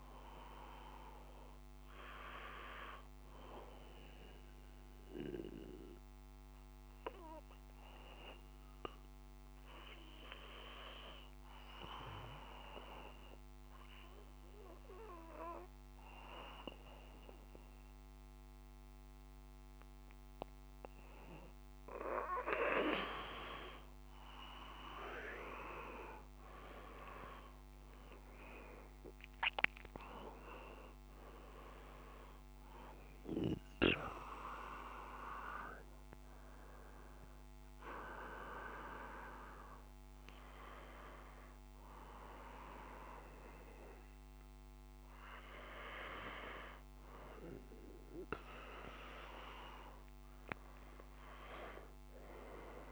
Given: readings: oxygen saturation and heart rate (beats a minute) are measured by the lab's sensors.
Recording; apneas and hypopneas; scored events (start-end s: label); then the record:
breathing in sleep by a microphone on the trachea; 1
6.00-20.50 s: obstructive apnea (oxygen 96% before, 93% lowest)
24.00-28.00 s: arousal
31.50-52.91 s: oxygen desaturation (device-marked, oxygen 96% before, 93% lowest)
From the record:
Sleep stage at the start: N2 (light sleep); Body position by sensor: on the back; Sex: male